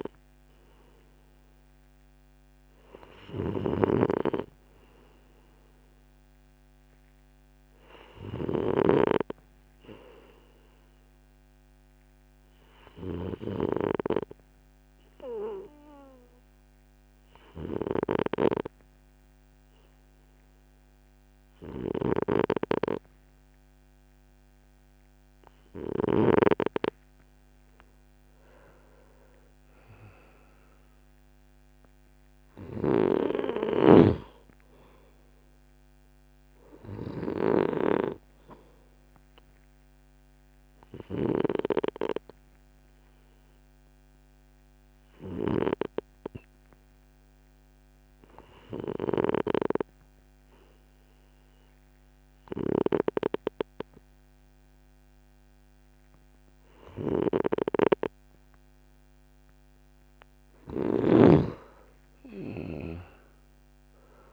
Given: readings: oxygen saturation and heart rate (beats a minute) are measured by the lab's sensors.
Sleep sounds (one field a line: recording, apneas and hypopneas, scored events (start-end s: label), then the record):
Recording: breathing in sleep by a microphone on the trachea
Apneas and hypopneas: 2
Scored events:
0.00-17.50 s: oxygen desaturation (device-marked, oxygen 91% lowest)
10.50-27.00 s: obstructive apnea (oxygen 96% before, 91% lowest, heart rate 38 before, 54 extreme, up 9 after)
28.00-31.00 s: arousal
40.00-59.00 s: obstructive apnea (oxygen 97% before, 92% lowest, heart rate 58 before, 51 extreme, up 6 after)
61.00-64.33 s: arousal
From the record:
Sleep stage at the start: N2 (light sleep)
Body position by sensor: on the right side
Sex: male